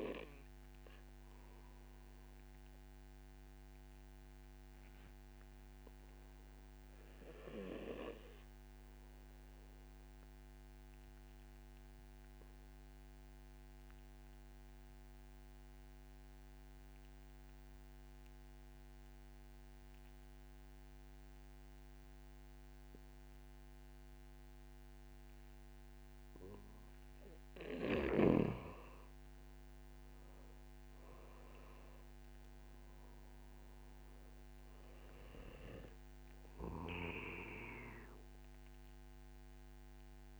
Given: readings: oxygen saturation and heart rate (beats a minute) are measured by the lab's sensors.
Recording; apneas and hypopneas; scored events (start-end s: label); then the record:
breathing in sleep by a microphone on the trachea; 1
0.00-11.00 s: oxygen desaturation (device-marked, oxygen 89% lowest, heart rate 56 extreme)
0.50-26.50 s: obstructive apnea (oxygen 96% before, 87% lowest, heart rate 61 before, 43 extreme, up 14 after)
30.00-40.40 s: oxygen desaturation (device-marked, oxygen 95% before, 87% lowest, heart rate 63 before, 43 extreme)
30.50-34.50 s: arousal
From the record:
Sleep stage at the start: N2 (light sleep); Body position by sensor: on the back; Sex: male